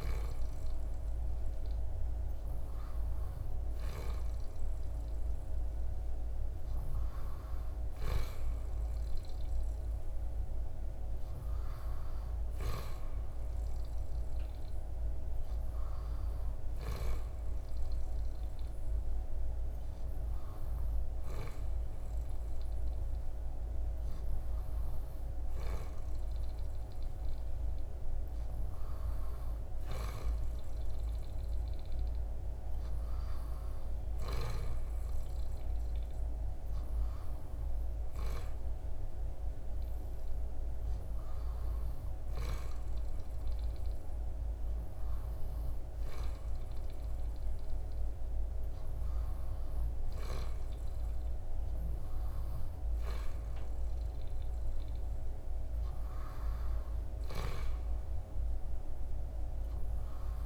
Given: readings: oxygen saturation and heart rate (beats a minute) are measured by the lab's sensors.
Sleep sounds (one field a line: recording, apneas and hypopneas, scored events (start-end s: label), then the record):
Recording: breathing in sleep by a room microphone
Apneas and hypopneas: none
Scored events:
none scored
From the record:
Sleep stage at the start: N2 (light sleep)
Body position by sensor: on the back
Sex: male